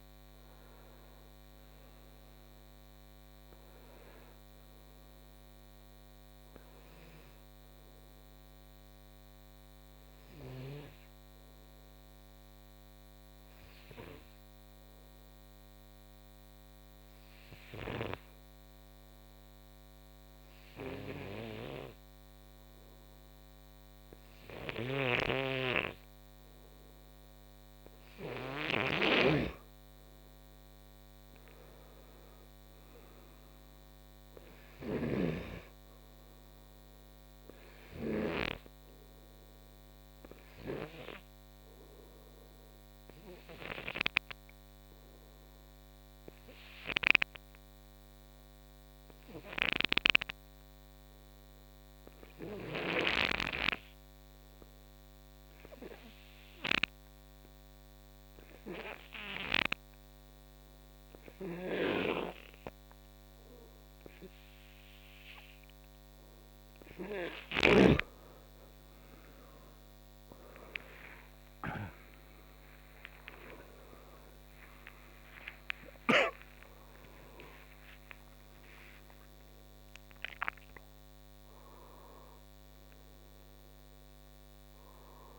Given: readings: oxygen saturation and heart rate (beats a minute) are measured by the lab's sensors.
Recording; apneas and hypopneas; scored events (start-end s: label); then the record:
breathing in sleep by a microphone on the trachea; 2
9.00-28.00 s: hypopnea (oxygen 94% before, 88% lowest, heart rate 76 before, 59 extreme, up 10 after)
24.50-29.00 s: snoring (device-marked)
30.00-34.50 s: arousal
34.50-55.50 s: oxygen desaturation (device-marked, oxygen 97% before, 92% lowest, heart rate 64 before, 63 extreme)
35.00-38.50 s: snoring (device-marked)
44.50-66.50 s: obstructive apnea (oxygen 97% before, 88% lowest, heart rate 68 before, 64 extreme, up 24 after)
65.50-85.39 s: oxygen desaturation (device-marked, oxygen 96% before, 88% lowest, heart rate 65 before, 59 extreme)
72.00-79.00 s: arousal
From the record:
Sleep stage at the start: N2 (light sleep); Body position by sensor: on the right side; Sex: male